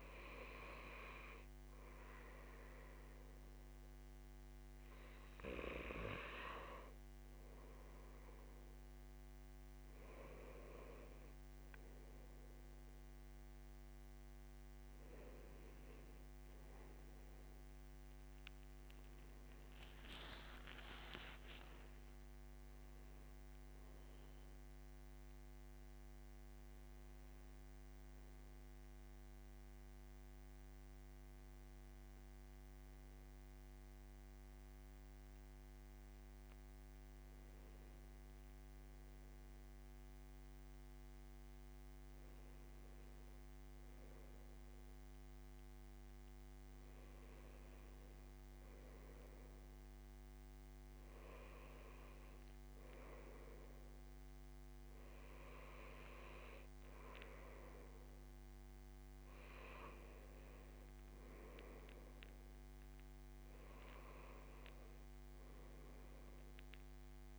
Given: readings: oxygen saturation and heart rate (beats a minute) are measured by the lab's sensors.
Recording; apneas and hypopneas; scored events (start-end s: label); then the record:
breathing in sleep by a microphone on the trachea; none
21.50-25.50 s: arousal
59.50-63.50 s: arousal
From the record:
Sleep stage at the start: N2 (light sleep); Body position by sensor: on the back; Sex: male